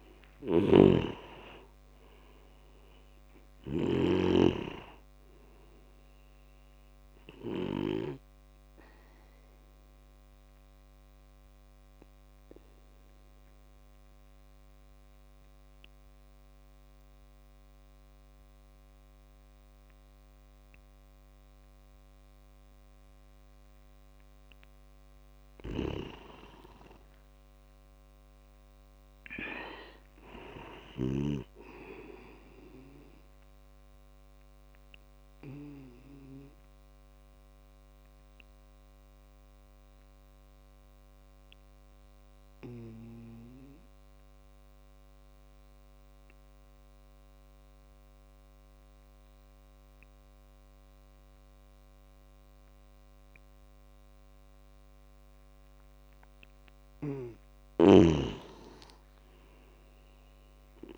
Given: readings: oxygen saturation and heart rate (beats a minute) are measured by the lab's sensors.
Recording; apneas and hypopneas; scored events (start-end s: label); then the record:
breathing in sleep by a microphone on the trachea; 2
0.00-1.50 s: tachycardia (device-marked, heart rate 102 extreme)
0.00-4.00 s: snoring (device-marked)
1.50-23.50 s: oxygen desaturation (device-marked, oxygen 97% before, 90% lowest)
8.50-24.50 s: obstructive apnea (oxygen 98% before, 90% lowest)
25.50-31.50 s: snoring (device-marked)
26.00-28.50 s: arousal
35.50-56.00 s: obstructive apnea (oxygen 97% before, 90% lowest, heart rate 30 before, 26 extreme, up 56 after)
37.50-55.50 s: oxygen desaturation (device-marked, oxygen 97% before, 93% lowest, heart rate 31 before, 26 extreme)
57.00-60.97 s: snoring (device-marked)
From the record:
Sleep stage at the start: N2 (light sleep); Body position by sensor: on the back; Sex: male